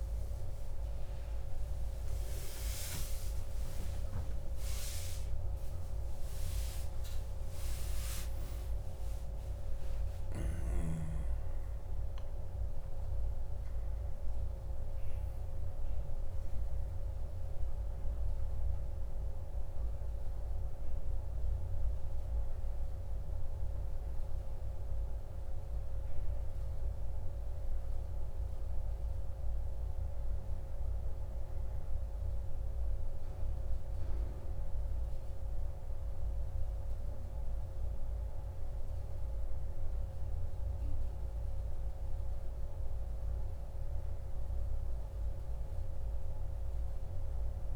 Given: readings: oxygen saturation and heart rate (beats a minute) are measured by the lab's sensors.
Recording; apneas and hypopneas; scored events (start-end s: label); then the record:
breathing in sleep, hard to hear, by a room microphone; none
0.00-1.00 s: oxygen desaturation (device-marked, oxygen 97% lowest, heart rate 55 extreme)
2.50-9.50 s: arousal
From the record:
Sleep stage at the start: N1 (lightest sleep); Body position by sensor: on the back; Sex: male